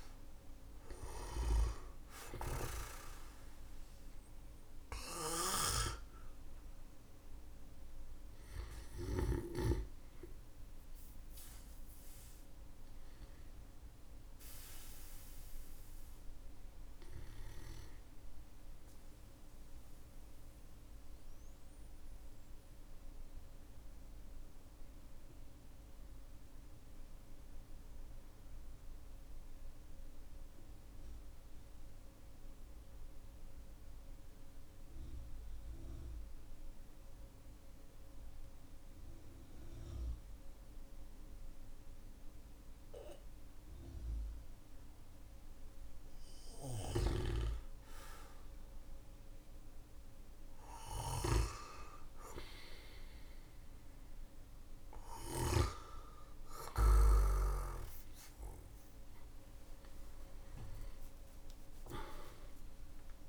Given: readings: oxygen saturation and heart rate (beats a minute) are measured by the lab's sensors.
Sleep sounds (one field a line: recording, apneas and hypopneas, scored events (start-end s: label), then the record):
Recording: breathing in sleep by a room microphone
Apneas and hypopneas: 1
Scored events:
0.00-8.00 s: oxygen desaturation (device-marked, oxygen 95% lowest, heart rate 46 extreme)
10.00-36.00 s: oxygen desaturation (device-marked, oxygen 96% before, 93% lowest, heart rate 57 before, 46 extreme)
19.50-45.50 s: mixed apnea (oxygen 98% before, 93% lowest, heart rate 55 before, 48 extreme, up 6 after)
46.00-55.00 s: snoring (device-marked)
48.00-51.50 s: arousal
From the record:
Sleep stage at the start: N2 (light sleep)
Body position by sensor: on the back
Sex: male